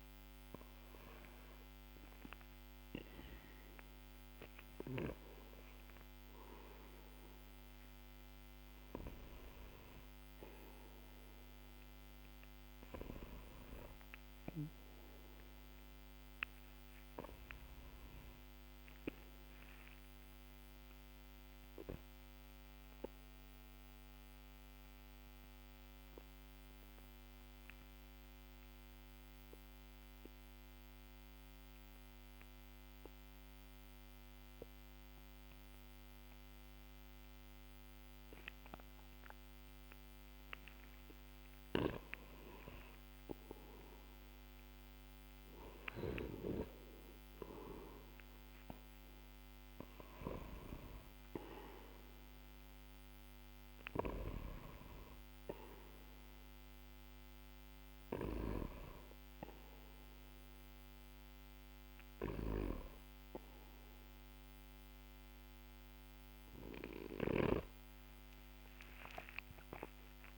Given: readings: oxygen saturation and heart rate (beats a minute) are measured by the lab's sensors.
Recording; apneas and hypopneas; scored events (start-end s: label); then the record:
breathing in sleep by a microphone on the trachea; 1
12.00-37.00 s: oxygen desaturation (device-marked, oxygen 96% before, 93% lowest, heart rate 60 before, 49 extreme)
14.00-17.50 s: arousal
19.50-39.00 s: obstructive apnea (oxygen 97% before, 92% lowest, heart rate 59 before, 49 extreme, up 12 after)
41.50-46.00 s: arousal
45.00-70.38 s: oxygen desaturation (device-marked, oxygen 98% before, 92% lowest, heart rate 60 before, 44 extreme)
58.00-62.50 s: snoring (device-marked)
From the record:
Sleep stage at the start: N2 (light sleep); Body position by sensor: on the back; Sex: male